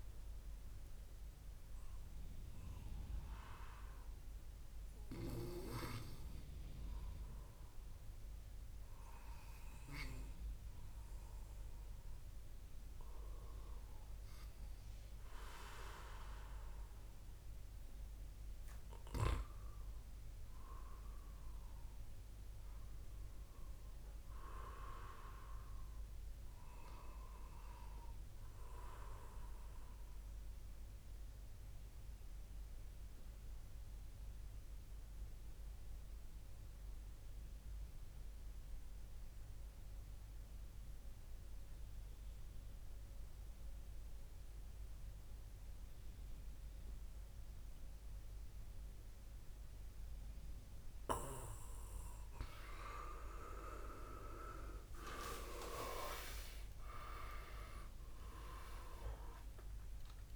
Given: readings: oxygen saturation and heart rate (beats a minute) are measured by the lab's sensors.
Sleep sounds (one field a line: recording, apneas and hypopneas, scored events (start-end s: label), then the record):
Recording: breathing in sleep by a room microphone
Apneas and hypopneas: 1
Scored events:
30.50-50.00 s: mixed apnea (oxygen 98% before, 93% lowest)
54.00-58.50 s: arousal
56.00-60.36 s: oxygen desaturation (device-marked, oxygen 98% before, 93% lowest)
From the record:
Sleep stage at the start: N2 (light sleep)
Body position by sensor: on the back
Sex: male